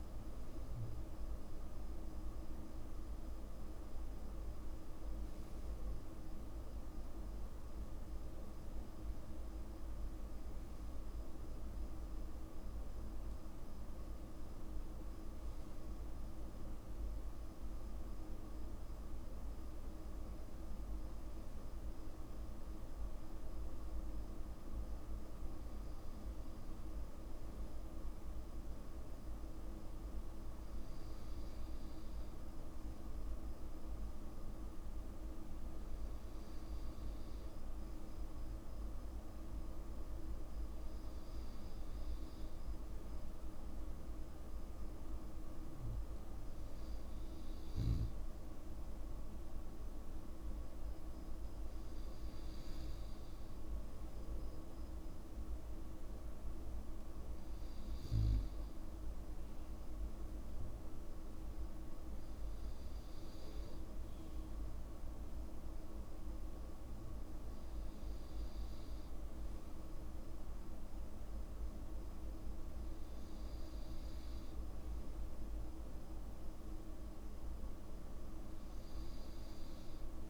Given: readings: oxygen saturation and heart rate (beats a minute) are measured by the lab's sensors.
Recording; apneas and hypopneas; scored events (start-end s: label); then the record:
breathing in sleep, hard to hear, by a room microphone; none
none scored
From the record:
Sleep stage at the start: N2 (light sleep); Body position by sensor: on the back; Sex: male